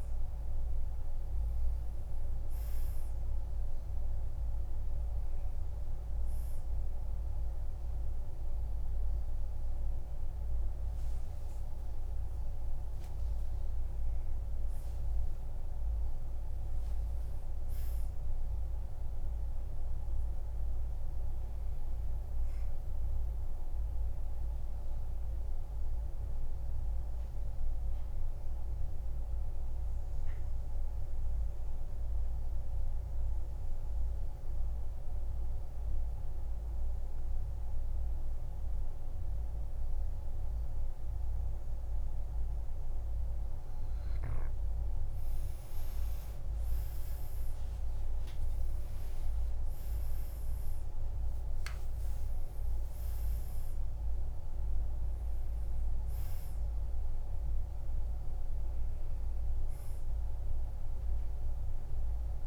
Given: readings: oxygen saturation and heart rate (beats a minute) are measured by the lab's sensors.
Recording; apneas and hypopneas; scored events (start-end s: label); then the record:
breathing in sleep, hard to hear, by a room microphone; 1
0.00-22.00 s: oxygen desaturation (device-marked, oxygen 93% lowest, heart rate 47 extreme)
24.50-45.00 s: mixed apnea (oxygen 99% before, 90% lowest, heart rate 54 before, 47 extreme, up 16 after)
44.00-62.47 s: oxygen desaturation (device-marked, oxygen 98% before, 90% lowest, heart rate 50 before, 46 extreme)
47.50-51.00 s: arousal
From the record:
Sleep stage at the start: N2 (light sleep); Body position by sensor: on the back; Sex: male